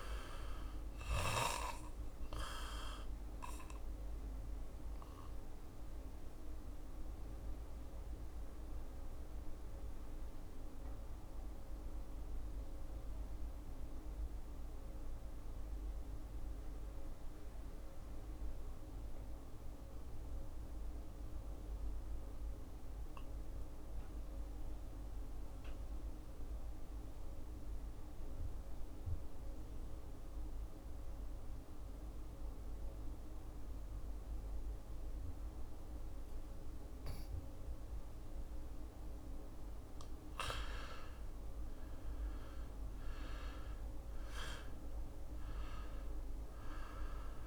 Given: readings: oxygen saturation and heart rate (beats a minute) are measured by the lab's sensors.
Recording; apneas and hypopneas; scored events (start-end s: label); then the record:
breathing in sleep by a room microphone; 1
0.00-20.00 s: oxygen desaturation (device-marked, oxygen 86% lowest, heart rate 61 extreme)
2.50-38.00 s: obstructive apnea (oxygen 98% before, 85% lowest, heart rate 68 before, 61 extreme, up 8 after)
35.00-47.47 s: oxygen desaturation (device-marked, oxygen 98% before, 85% lowest, heart rate 63 before, 63 extreme)
39.50-44.00 s: arousal
From the record:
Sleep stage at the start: N2 (light sleep); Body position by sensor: on the back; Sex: male